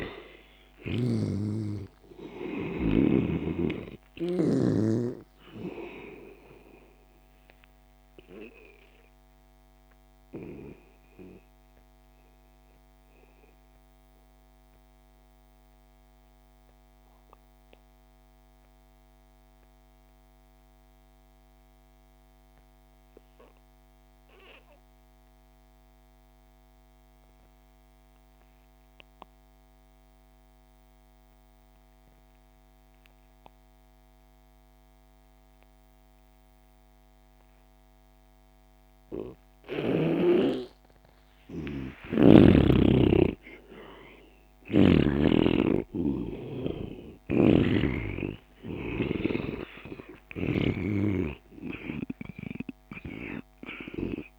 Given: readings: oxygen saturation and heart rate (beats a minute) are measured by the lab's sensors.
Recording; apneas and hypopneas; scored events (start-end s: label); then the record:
breathing in sleep by a microphone on the trachea; 1
0.00-18.00 s: oxygen desaturation (device-marked, oxygen 98% before, 81% lowest)
10.00-42.50 s: mixed apnea (oxygen 97% before, 81% lowest)
36.00-54.39 s: oxygen desaturation (device-marked, oxygen 98% before, 82% lowest)
43.00-48.50 s: arousal
47.00-50.50 s: snoring (device-marked)
From the record:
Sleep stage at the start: N2 (light sleep); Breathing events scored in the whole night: 519 in 6.8 hours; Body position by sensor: on the back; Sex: male